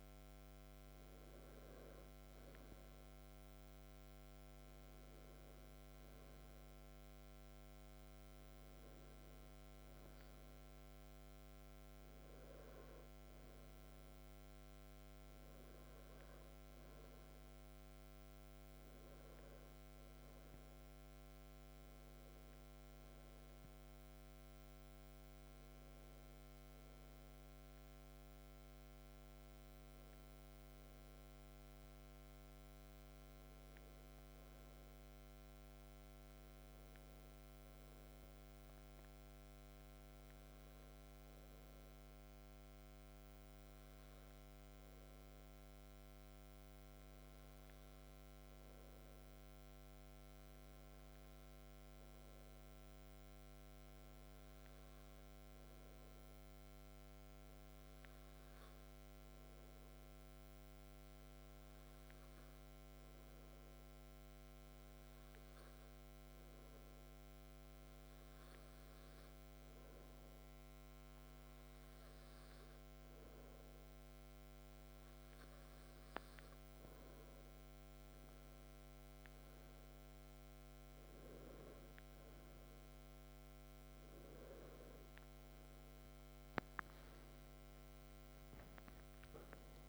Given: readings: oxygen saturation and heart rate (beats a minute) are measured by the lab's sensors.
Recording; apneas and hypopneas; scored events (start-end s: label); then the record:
breathing in sleep, hard to hear, by a microphone on the trachea; 1
26.50-78.50 s: hypopnea (oxygen 98% before, 94% lowest, heart rate 57 before, 53 extreme, up 7 after)
86.50-89.89 s: arousal
From the record:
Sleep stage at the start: N2 (light sleep); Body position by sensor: on the back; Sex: male